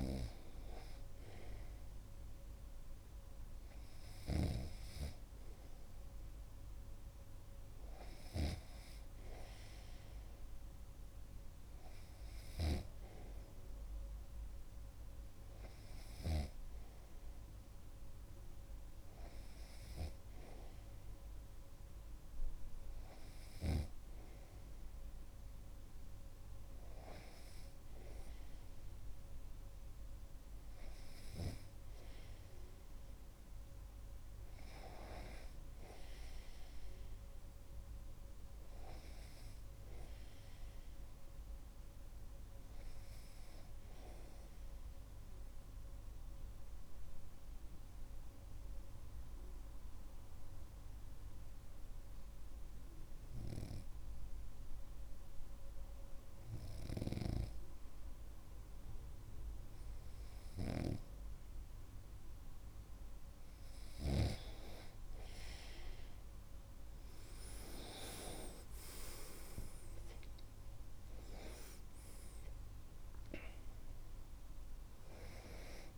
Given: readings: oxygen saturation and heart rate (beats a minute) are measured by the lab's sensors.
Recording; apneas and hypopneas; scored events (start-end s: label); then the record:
breathing in sleep by a room microphone; 1
0.00-3.50 s: arousal
0.00-17.00 s: snoring (device-marked)
39.00-42.50 s: arousal
46.00-61.00 s: obstructive apnea (oxygen 98% before, 95% lowest)
57.00-64.50 s: snoring (device-marked)
69.00-73.50 s: arousal
From the record:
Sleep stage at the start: N2 (light sleep); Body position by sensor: on the right side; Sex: male